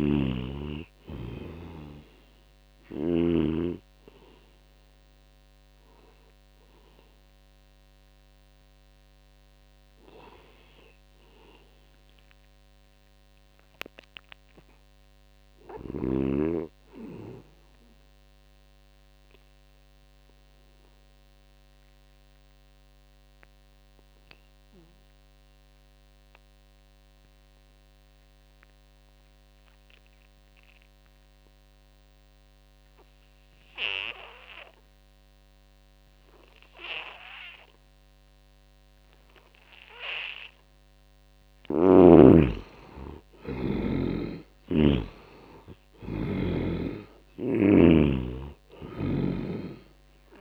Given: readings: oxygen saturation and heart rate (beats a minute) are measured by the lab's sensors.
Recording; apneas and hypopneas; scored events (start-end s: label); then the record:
breathing in sleep by a microphone on the trachea; 1
0.00-3.00 s: snoring (device-marked)
0.00-12.50 s: oxygen desaturation (device-marked, oxygen 71% lowest, heart rate 63 extreme)
18.50-41.00 s: obstructive apnea (oxygen 99% before, 72% lowest, heart rate 85 before, 71 extreme, up 9 after)
18.50-50.41 s: new sleep stage, N2 (light sleep)
33.50-50.41 s: oxygen desaturation (device-marked, oxygen 96% before, 76% lowest, heart rate 82 before, 63 extreme)
42.50-46.00 s: arousal
From the record:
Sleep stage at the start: N1 (lightest sleep); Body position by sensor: on the back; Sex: male